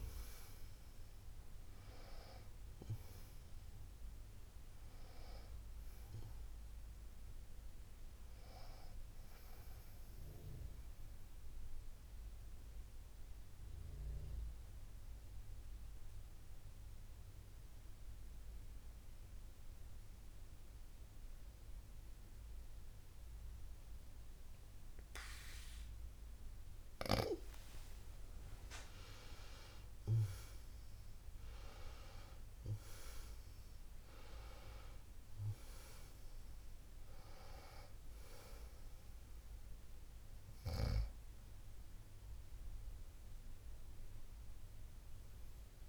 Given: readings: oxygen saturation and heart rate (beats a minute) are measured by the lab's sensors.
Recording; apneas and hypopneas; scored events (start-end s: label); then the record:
breathing in sleep by a room microphone; 1
1.00-19.00 s: oxygen desaturation (device-marked, oxygen 97% before, 91% lowest, heart rate 61 before, 49 extreme)
11.50-28.00 s: obstructive apnea (oxygen 98% before, 91% lowest, heart rate 64 before, 50 extreme, up 22 after)
29.50-34.00 s: arousal
34.00-45.88 s: oxygen desaturation (device-marked, oxygen 98% before, 93% lowest, heart rate 56 before, 50 extreme)
From the record:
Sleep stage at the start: N2 (light sleep); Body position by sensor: on the back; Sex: female